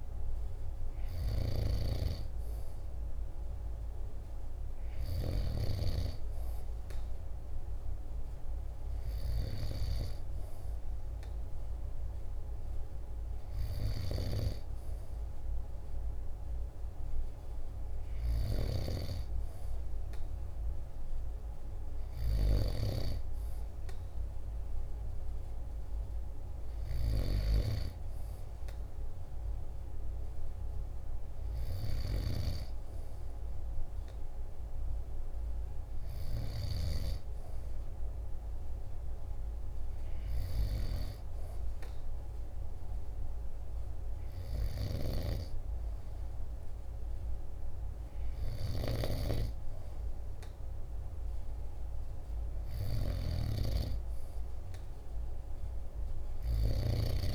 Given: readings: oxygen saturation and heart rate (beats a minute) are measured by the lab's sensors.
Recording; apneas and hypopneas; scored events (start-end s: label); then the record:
breathing in sleep by a room microphone; none
44.00-53.00 s: snoring (device-marked)
From the record:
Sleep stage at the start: N2 (light sleep); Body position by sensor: on the back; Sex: male